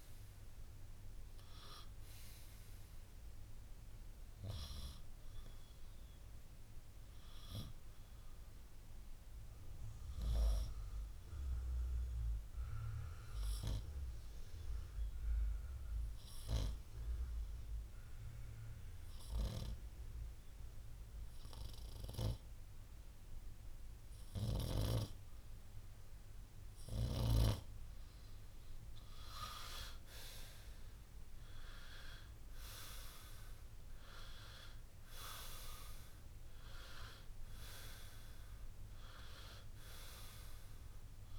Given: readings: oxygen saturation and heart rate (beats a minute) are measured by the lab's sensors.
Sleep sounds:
breathing in sleep by a room microphone; 1
0.00-18.00 s: oxygen desaturation (device-marked, oxygen 94% before, 91% lowest, heart rate 63 before, 57 extreme)
10.00-28.00 s: obstructive apnea (oxygen 96% before, 90% lowest, heart rate 61 before, 57 extreme, up 4 after)
31.00-34.50 s: arousal
33.00-41.39 s: oxygen desaturation (device-marked, oxygen 97% before, 90% lowest, heart rate 61 before, 58 extreme)
From the record:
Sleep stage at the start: N2 (light sleep); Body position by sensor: on the right side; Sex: male

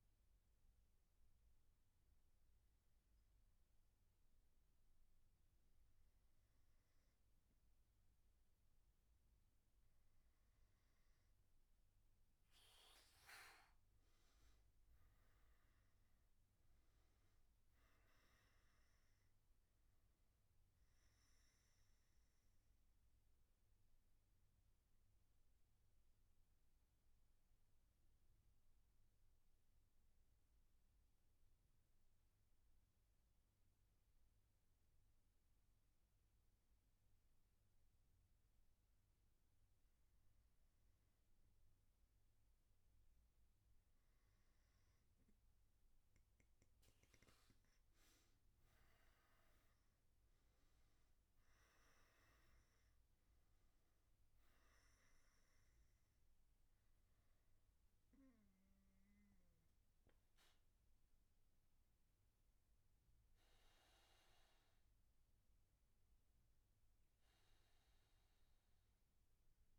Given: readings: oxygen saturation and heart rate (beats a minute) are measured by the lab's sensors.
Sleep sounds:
breathing in sleep, hard to hear, by a room microphone; none
12.00-33.00 s: oxygen desaturation (device-marked, oxygen 97% before, 94% lowest, heart rate 118 before, 60 extreme)
From the record:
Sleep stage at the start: N2 (light sleep); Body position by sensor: on the back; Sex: male

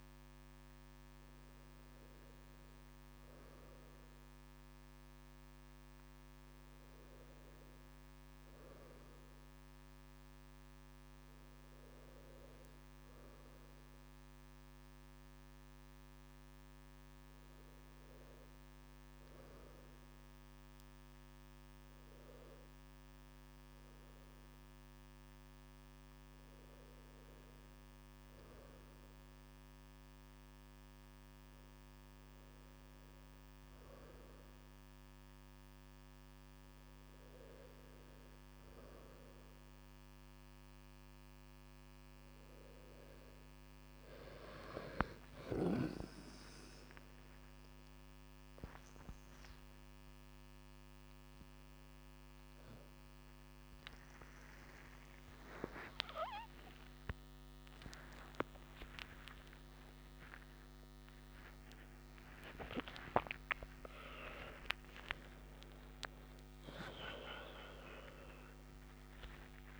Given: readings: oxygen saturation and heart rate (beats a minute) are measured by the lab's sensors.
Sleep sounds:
a person awake in a sleep study, by a microphone on the trachea; none
none scored
From the record:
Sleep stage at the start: awake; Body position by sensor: on the right side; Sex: male

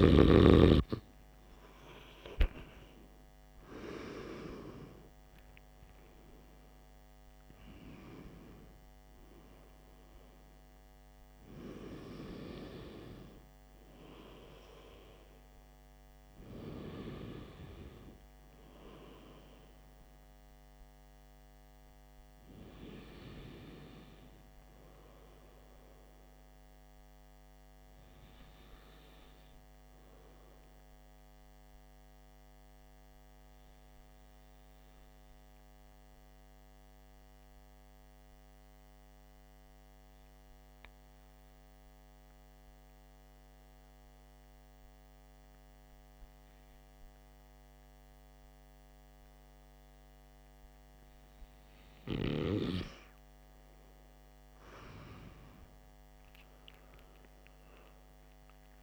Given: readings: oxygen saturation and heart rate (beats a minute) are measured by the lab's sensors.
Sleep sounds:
breathing in sleep by a microphone on the trachea; 1
24.50-51.50 s: hypopnea (oxygen 95% before, 93% lowest, heart rate 58 before, 52 extreme, up 8 after)
54.50-58.50 s: arousal
From the record:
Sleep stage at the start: N2 (light sleep); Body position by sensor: on the back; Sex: male

